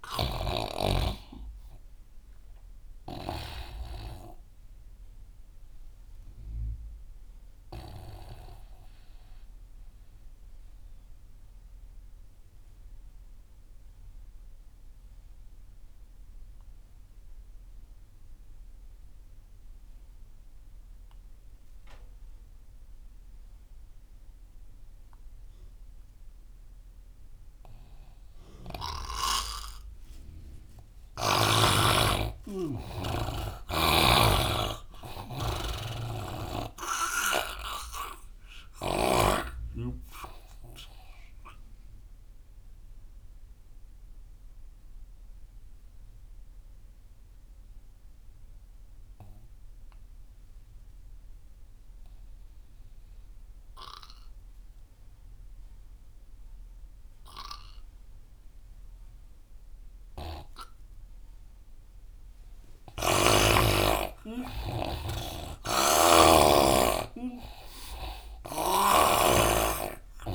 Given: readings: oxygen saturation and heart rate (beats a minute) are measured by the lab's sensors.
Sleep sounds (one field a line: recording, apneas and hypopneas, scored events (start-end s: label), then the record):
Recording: breathing in sleep by a room microphone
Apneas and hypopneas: 2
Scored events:
0.00-3.50 s: snoring (device-marked)
0.00-14.50 s: oxygen desaturation (device-marked, oxygen 85% lowest)
8.00-30.00 s: obstructive apnea (oxygen 99% before, 85% lowest)
29.50-52.50 s: oxygen desaturation (device-marked, oxygen 99% before, 88% lowest)
31.00-34.50 s: arousal
42.50-62.00 s: obstructive apnea (oxygen 99% before, 83% lowest)
59.50-70.35 s: oxygen desaturation (device-marked, oxygen 98% before, 87% lowest)
63.00-66.50 s: snoring (device-marked)
63.50-67.00 s: arousal
68.50-70.35 s: snoring (device-marked)
From the record:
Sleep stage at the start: N2 (light sleep)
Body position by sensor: on the right side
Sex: male